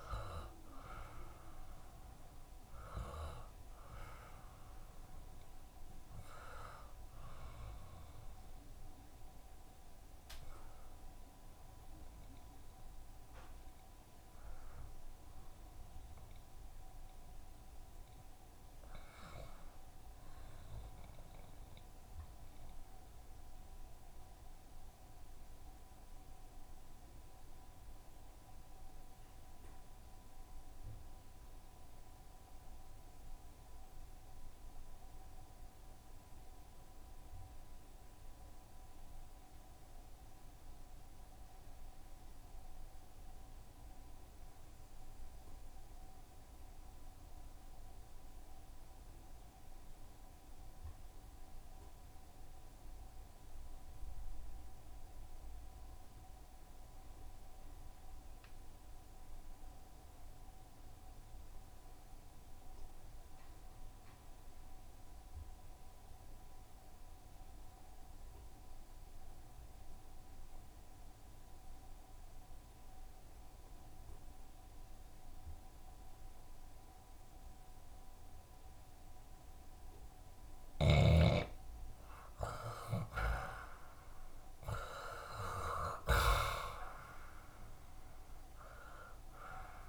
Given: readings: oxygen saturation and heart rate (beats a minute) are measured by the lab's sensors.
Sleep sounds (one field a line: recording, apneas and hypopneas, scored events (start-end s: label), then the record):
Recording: breathing in sleep by a room microphone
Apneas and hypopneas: 1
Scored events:
0.00-32.00 s: oxygen desaturation (device-marked, oxygen 73% lowest, heart rate 66 extreme)
24.00-80.00 s: obstructive apnea (oxygen 76% before, 70% lowest, heart rate 70 before, 66 extreme, up 10 after)
44.00-89.89 s: oxygen desaturation (device-marked, oxygen 93% before, 71% lowest, heart rate 67 before, 67 extreme)
48.00-52.00 s: tachycardia (device-marked, heart rate 76 before, 105 extreme)
49.00-51.00 s: long interval between heartbeats (device-marked, heart rate 68 before, 96 extreme)
51.00-53.00 s: long interval between heartbeats (device-marked, heart rate 71 before, 105 extreme)
54.50-56.50 s: long interval between heartbeats (device-marked, heart rate 77 before, 96 extreme)
69.50-71.50 s: long interval between heartbeats (device-marked, heart rate 85 before, 79 extreme)
78.00-80.00 s: long interval between heartbeats (device-marked, heart rate 76 before, 81 extreme)
82.00-87.00 s: arousal
From the record:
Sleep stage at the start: N2 (light sleep)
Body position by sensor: on the back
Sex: male